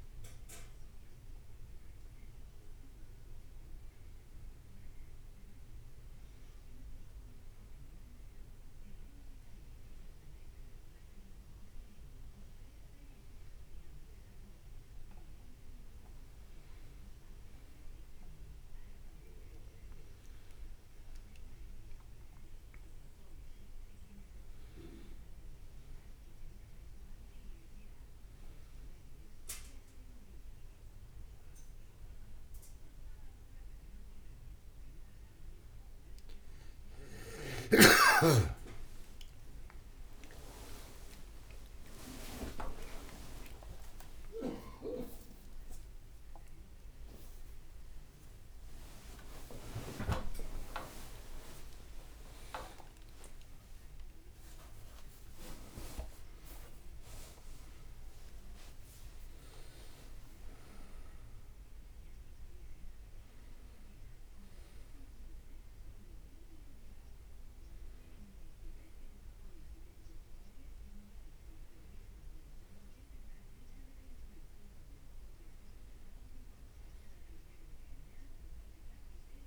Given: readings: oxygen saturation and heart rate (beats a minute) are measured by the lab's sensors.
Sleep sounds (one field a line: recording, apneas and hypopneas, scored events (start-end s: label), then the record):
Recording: a person awake in a sleep study, by a room microphone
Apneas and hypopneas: none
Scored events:
15.50-75.50 s: new sleep stage, awake
16.00-23.00 s: leg movement (device-marked)
27.00-31.00 s: leg movement (device-marked)
58.00-62.50 s: leg movement (device-marked)
75.50-79.47 s: new sleep stage, N1 (lightest sleep)
From the record:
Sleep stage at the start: N1 (lightest sleep)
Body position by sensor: on the back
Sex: male